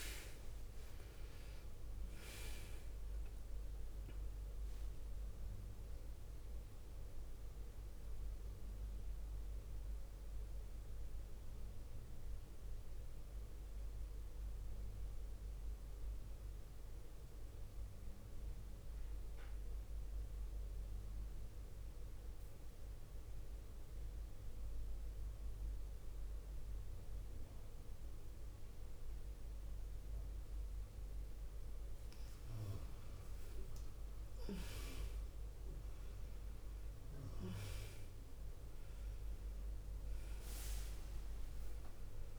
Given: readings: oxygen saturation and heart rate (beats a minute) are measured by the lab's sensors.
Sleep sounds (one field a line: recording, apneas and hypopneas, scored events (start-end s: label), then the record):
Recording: breathing in sleep by a room microphone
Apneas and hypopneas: 1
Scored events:
0.00-25.00 s: oxygen desaturation (device-marked, oxygen 87% lowest, heart rate 46 extreme)
12.50-14.50 s: long interval between heartbeats (device-marked, heart rate 58 before, 55 extreme)
13.00-30.50 s: mixed apnea (oxygen 98% before, 87% lowest, heart rate 58 before, 46 extreme, up 9 after)
32.50-36.00 s: arousal
40.00-42.39 s: oxygen desaturation (device-marked, oxygen 99% before, 91% lowest, heart rate 53 before, 51 extreme)
From the record:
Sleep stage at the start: N2 (light sleep)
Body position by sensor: on the back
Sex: female